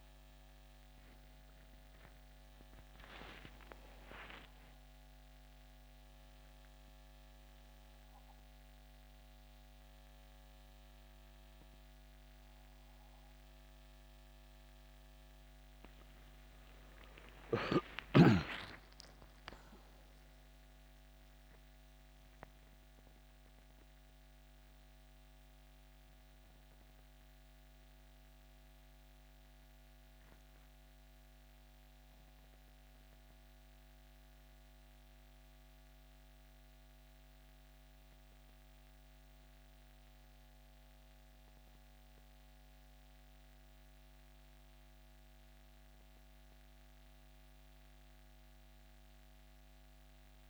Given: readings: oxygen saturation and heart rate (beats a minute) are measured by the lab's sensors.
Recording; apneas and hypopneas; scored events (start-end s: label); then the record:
a person partly awake in a sleep study, by a microphone on the trachea; none
14.50-50.50 s: new sleep stage, N1 (lightest sleep)
15.50-20.50 s: oxygen desaturation (device-marked, oxygen 96% before, 92% lowest, heart rate 75 before, 71 extreme)
From the record:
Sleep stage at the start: awake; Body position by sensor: on the back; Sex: male